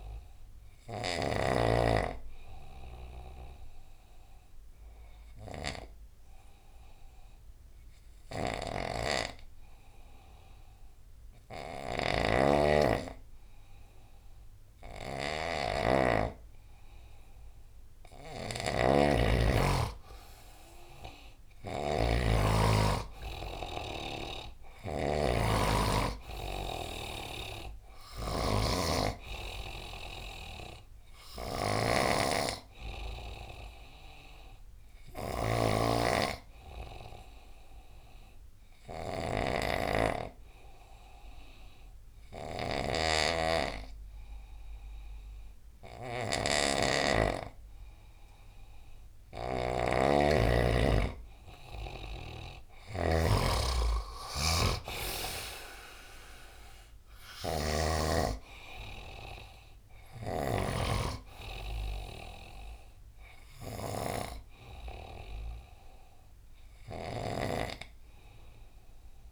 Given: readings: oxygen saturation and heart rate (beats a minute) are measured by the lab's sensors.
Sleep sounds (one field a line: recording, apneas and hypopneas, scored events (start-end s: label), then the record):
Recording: breathing in sleep by a room microphone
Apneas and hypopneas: 2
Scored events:
0.00-11.00 s: oxygen desaturation (device-marked, oxygen 92% lowest, heart rate 71 extreme)
0.00-69.32 s: snoring (device-marked)
5.00-17.50 s: obstructive apnea (oxygen 99% before, 92% lowest, heart rate 78 before, 71 extreme, up 11 after)
21.00-25.00 s: arousal
23.00-41.00 s: oxygen desaturation (device-marked, oxygen 97% before, 92% lowest, heart rate 76 before, 73 extreme)
36.50-50.50 s: obstructive apnea (oxygen 97% before, 92% lowest, heart rate 77 before, 74 extreme, up 12 after)
52.50-56.50 s: arousal
58.00-68.00 s: oxygen desaturation (device-marked, oxygen 97% before, 93% lowest, heart rate 84 before, 69 extreme)
From the record:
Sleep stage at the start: N2 (light sleep)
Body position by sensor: on the right side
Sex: male